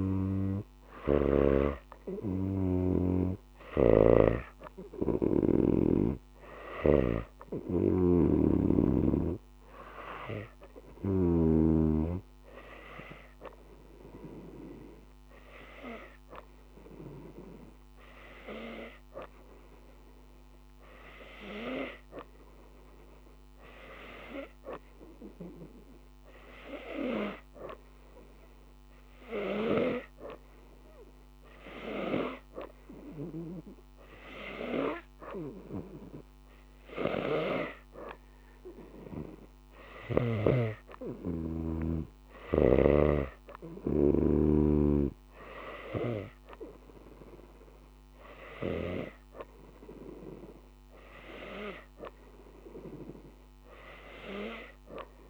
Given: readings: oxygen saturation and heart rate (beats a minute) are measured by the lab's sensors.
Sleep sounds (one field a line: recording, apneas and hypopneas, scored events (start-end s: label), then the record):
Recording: breathing in sleep by a microphone on the trachea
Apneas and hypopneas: none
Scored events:
0.00-6.00 s: oxygen desaturation (device-marked, oxygen 92% lowest, heart rate 91 extreme)
0.00-11.50 s: snoring (device-marked)
From the record:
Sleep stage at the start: N2 (light sleep)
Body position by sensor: on the right side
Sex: female